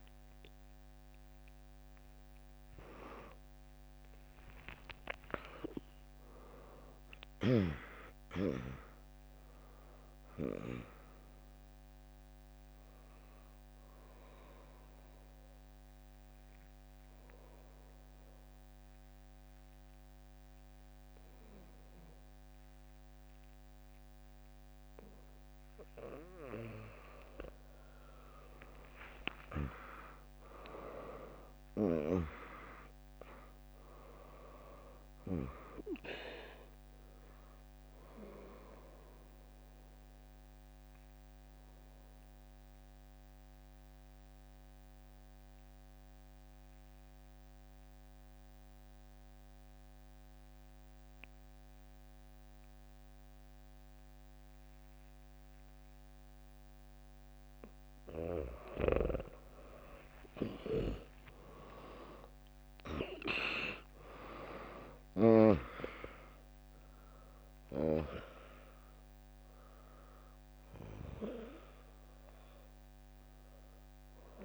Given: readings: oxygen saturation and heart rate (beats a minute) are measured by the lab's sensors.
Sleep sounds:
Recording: breathing in sleep by a microphone on the trachea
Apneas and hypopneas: 2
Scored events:
0.00-4.50 s: arousal
3.50-15.50 s: drop in pulse transit time (device-marked, heart rate 66 before, 69 extreme)
13.50-24.50 s: obstructive apnea (oxygen 100% before, 95% lowest, heart rate 73 before, 59 extreme, up 0 after)
27.50-32.00 s: arousal
35.50-50.50 s: drop in pulse transit time (device-marked, heart rate 73 before, 68 extreme)
35.50-52.50 s: oxygen desaturation (device-marked, oxygen 99% before, 96% lowest, heart rate 73 before, 59 extreme)
40.00-56.50 s: obstructive apnea (oxygen 99% before, 94% lowest, heart rate 71 before, 59 extreme)
59.50-64.50 s: arousal
64.50-74.45 s: drop in pulse transit time (device-marked, heart rate 73 before, 65 extreme)
64.50-74.45 s: oxygen desaturation (device-marked, oxygen 100% before, 95% lowest, heart rate 73 before, 58 extreme)
From the record:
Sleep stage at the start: N2 (light sleep)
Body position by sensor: on the back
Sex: female

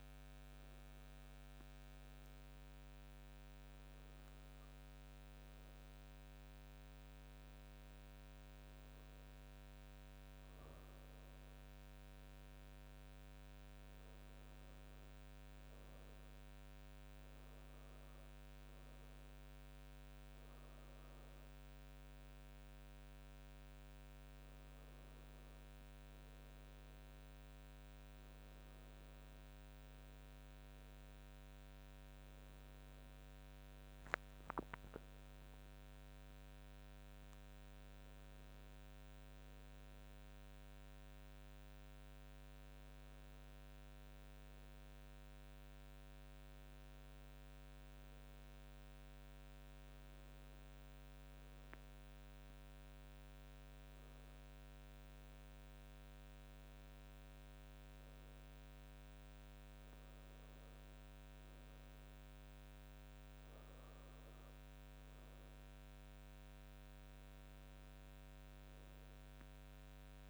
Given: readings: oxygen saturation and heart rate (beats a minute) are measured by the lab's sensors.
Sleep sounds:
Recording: breathing in sleep, hard to hear, by a microphone on the trachea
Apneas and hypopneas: none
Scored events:
none scored
From the record:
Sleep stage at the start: N2 (light sleep)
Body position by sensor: on the back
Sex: female

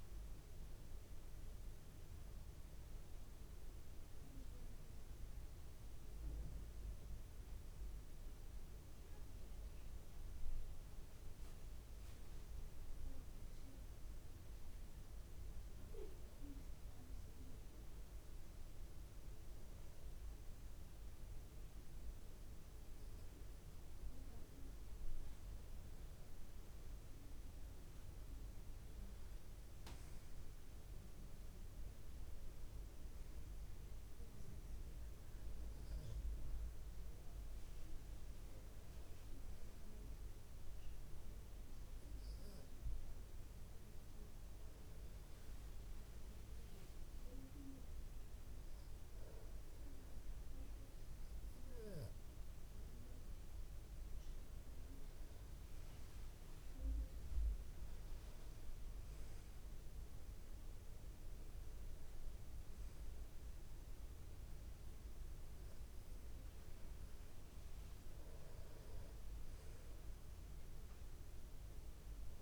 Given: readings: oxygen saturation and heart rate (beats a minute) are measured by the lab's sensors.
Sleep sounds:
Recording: breathing in sleep, hard to hear, by a room microphone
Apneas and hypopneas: 1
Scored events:
0.00-8.50 s: oxygen desaturation (device-marked, oxygen 93% lowest, heart rate 49 extreme)
1.50-11.50 s: hypopnea (oxygen 98% before, 93% lowest, heart rate 75 before, 49 extreme)
3.50-20.50 s: tachycardia (device-marked, heart rate 61 before, 208 extreme)
14.50-18.00 s: arousal
52.50-72.42 s: tachycardia (device-marked, heart rate 64 before, 149 extreme)
From the record:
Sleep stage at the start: N2 (light sleep)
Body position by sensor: on the back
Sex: male

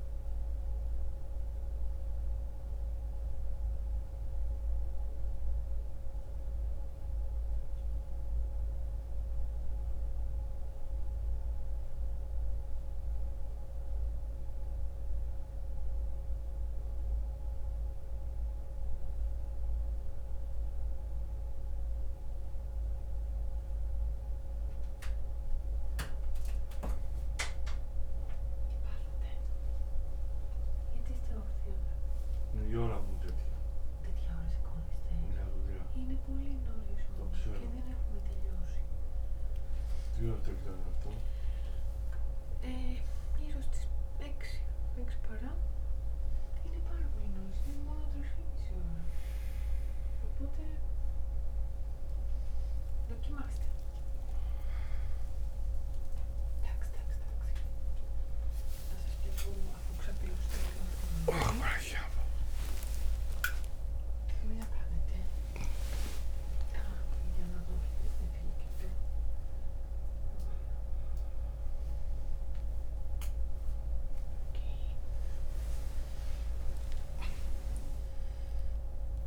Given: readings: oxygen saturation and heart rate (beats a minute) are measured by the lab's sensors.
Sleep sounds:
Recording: a person awake in a sleep study, by a room microphone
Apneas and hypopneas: none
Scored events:
none scored
From the record:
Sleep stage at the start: awake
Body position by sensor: upright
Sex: male

